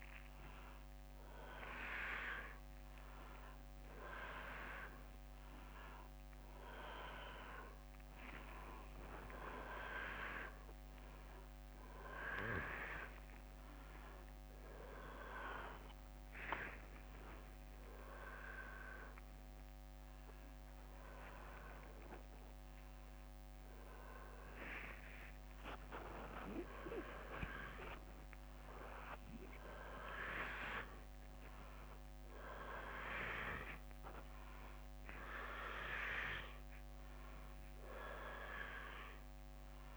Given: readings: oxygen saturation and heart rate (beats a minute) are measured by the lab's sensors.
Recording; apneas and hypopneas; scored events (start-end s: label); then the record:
a person awake in a sleep study, by a microphone on the trachea; none
none scored
From the record:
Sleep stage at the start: awake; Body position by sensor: upright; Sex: male